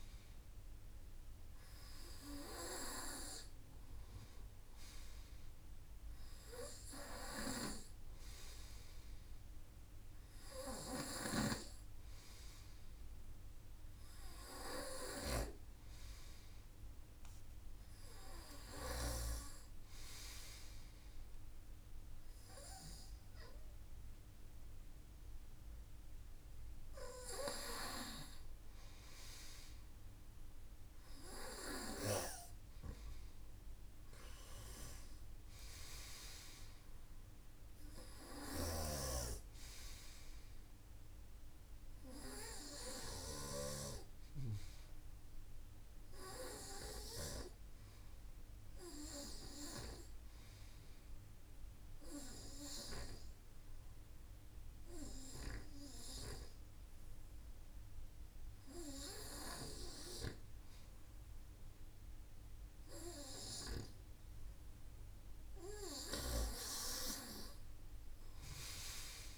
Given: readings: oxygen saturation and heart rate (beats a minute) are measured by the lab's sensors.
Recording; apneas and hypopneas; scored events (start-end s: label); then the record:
breathing in sleep by a room microphone; 1
10.00-18.00 s: snoring (device-marked)
28.50-33.50 s: arousal
37.50-42.50 s: snoring (device-marked)
53.00-65.00 s: hypopnea (oxygen 97% before, 95% lowest, heart rate 59 before, 55 extreme, up 4 after)
67.00-69.38 s: arousal
From the record:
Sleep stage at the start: N2 (light sleep); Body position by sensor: on the right side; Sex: male